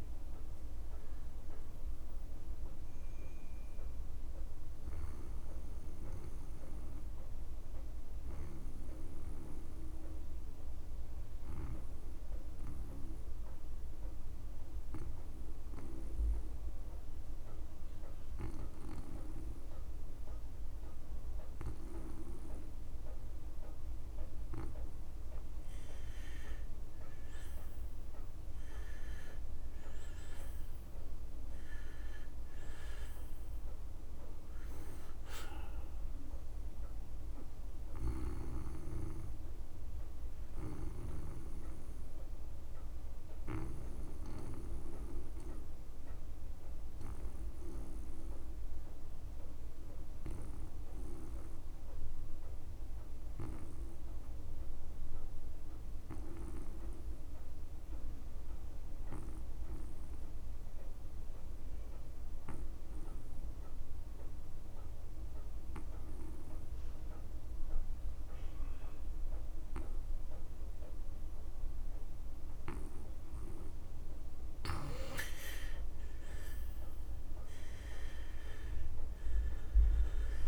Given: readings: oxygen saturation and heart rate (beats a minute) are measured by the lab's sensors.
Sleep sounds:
breathing in sleep by a room microphone; 2
0.00-12.50 s: oxygen desaturation (device-marked, oxygen 79% lowest)
4.50-25.50 s: obstructive apnea (oxygen 95% before, 79% lowest)
11.50-13.50 s: long interval between heartbeats (device-marked)
24.50-26.50 s: long interval between heartbeats (device-marked)
26.50-29.50 s: arousal
30.50-52.50 s: oxygen desaturation (device-marked, oxygen 98% before, 86% lowest)
39.50-74.50 s: obstructive apnea (oxygen 99% before, 77% lowest)
67.50-80.48 s: oxygen desaturation (device-marked, oxygen 97% before, 77% lowest)
77.00-80.48 s: arousal
From the record:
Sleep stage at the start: N2 (light sleep); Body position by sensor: on the back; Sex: male

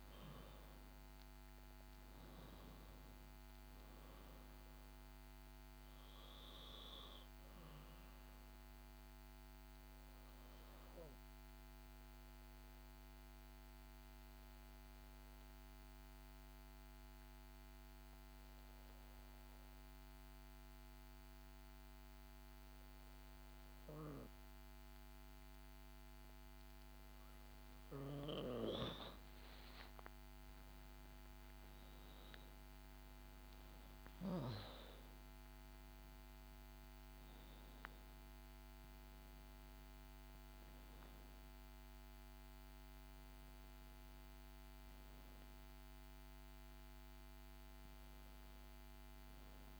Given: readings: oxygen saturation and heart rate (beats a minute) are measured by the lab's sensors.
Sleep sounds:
breathing in sleep by a microphone on the trachea; 1
0.00-1.00 s: arousal
9.00-27.50 s: obstructive apnea (oxygen 96% before, 91% lowest, heart rate 59 before, 57 extreme, up 9 after)
11.50-27.50 s: oxygen desaturation (device-marked, oxygen 96% before, 92% lowest, heart rate 60 before, 57 extreme)
31.00-36.00 s: arousal
31.50-33.50 s: long interval between heartbeats (device-marked, heart rate 58 before, 63 extreme)
From the record:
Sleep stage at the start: N2 (light sleep); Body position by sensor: on the back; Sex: female

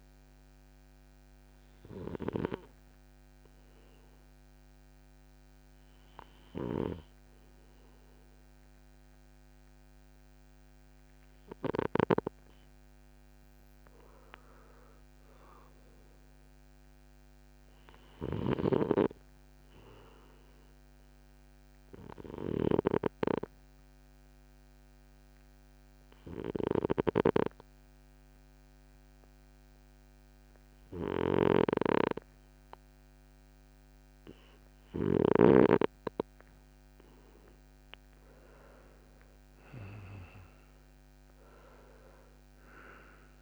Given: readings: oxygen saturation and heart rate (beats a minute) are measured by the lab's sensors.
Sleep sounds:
breathing in sleep by a microphone on the trachea; 1
0.00-2.50 s: oxygen desaturation (device-marked, oxygen 92% lowest, heart rate 54 extreme)
20.50-37.00 s: obstructive apnea (oxygen 98% before, 93% lowest, heart rate 58 before, 54 extreme, up 7 after)
32.50-43.42 s: oxygen desaturation (device-marked, oxygen 96% before, 93% lowest, heart rate 58 before, 51 extreme)
38.50-42.00 s: arousal
From the record:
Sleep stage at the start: N2 (light sleep); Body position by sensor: on the right side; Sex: male

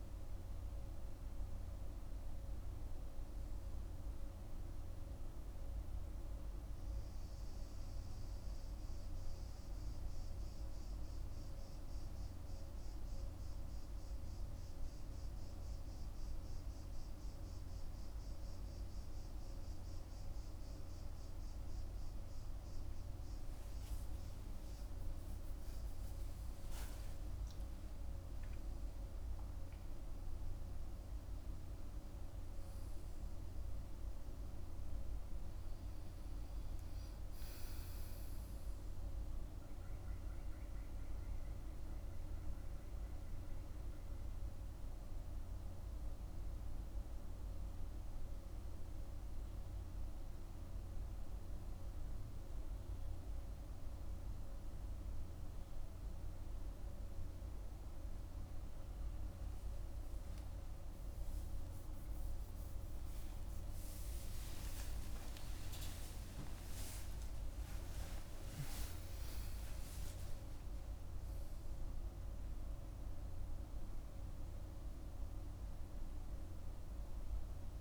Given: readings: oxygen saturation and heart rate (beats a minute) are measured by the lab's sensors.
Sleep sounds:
breathing in sleep, hard to hear, by a room microphone; none
26.50-30.00 s: arousal
62.50-68.50 s: arousal
From the record:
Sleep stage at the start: N1 (lightest sleep); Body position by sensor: on the back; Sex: male

